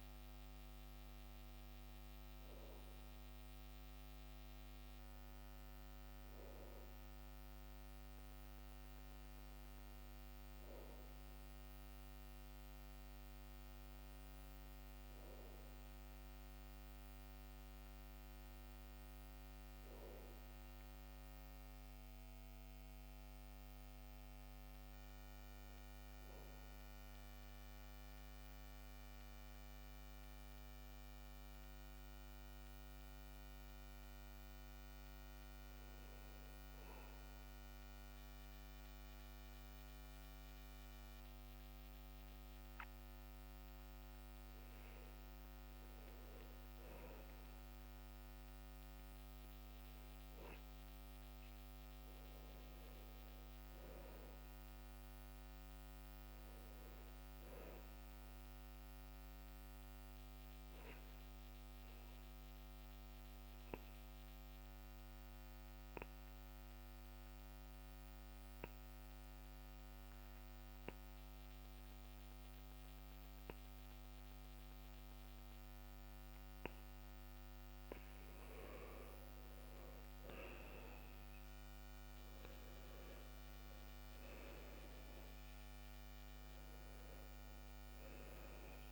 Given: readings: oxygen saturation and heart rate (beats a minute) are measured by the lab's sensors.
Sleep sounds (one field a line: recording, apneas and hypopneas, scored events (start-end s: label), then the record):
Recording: breathing in sleep, hard to hear, by a microphone on the trachea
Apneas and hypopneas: 2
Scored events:
0.00-15.00 s: oxygen desaturation (device-marked, oxygen 92% before, 85% lowest, heart rate 73 before, 61 extreme)
15.00-19.50 s: arousal
28.00-45.00 s: hypopnea (oxygen 99% before, 93% lowest, heart rate 63 before, 61 extreme, up 5 after)
46.00-78.00 s: oxygen desaturation (device-marked, oxygen 98% before, 94% lowest, heart rate 63 before, 64 extreme)
47.50-51.50 s: arousal
62.00-77.50 s: obstructive apnea (oxygen 99% before, 91% lowest, heart rate 65 before, 65 extreme, up 8 after)
80.00-84.00 s: arousal
From the record:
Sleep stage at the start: N2 (light sleep)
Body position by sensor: on the back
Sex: male